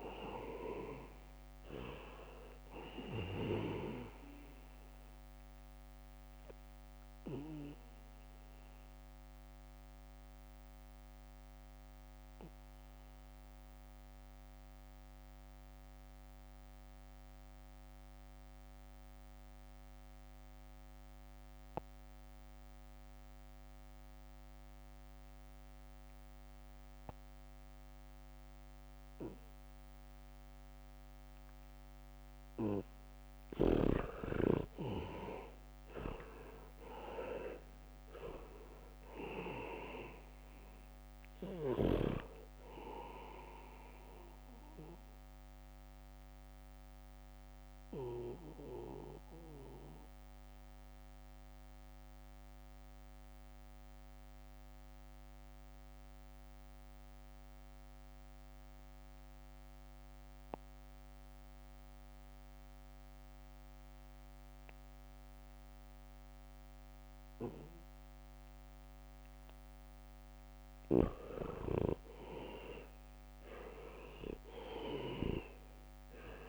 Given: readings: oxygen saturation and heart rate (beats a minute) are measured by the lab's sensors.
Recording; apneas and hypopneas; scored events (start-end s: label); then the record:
breathing in sleep by a microphone on the trachea; 2
0.00-1.50 s: arousal
0.50-23.50 s: oxygen desaturation (device-marked, oxygen 99% before, 80% lowest, heart rate 71 before, 63 extreme)
7.50-34.50 s: mixed apnea (oxygen 99% before, 77% lowest, heart rate 70 before, 63 extreme, up 7 after)
25.50-63.50 s: oxygen desaturation (device-marked, oxygen 99% before, 77% lowest, heart rate 72 before, 63 extreme)
30.00-33.00 s: leg movement (device-marked)
34.00-36.00 s: leg movement (device-marked)
37.00-41.00 s: arousal
41.00-45.50 s: leg movement (device-marked)
47.50-70.00 s: mixed apnea (oxygen 99% before, 77% lowest, heart rate 68 before, 67 extreme, up 0 after)
65.50-76.49 s: oxygen desaturation (device-marked, oxygen 99% before, 79% lowest, heart rate 73 before, 65 extreme)
68.50-76.00 s: leg movement (device-marked)
73.00-76.00 s: arousal
From the record:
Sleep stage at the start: N2 (light sleep); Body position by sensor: on the back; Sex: male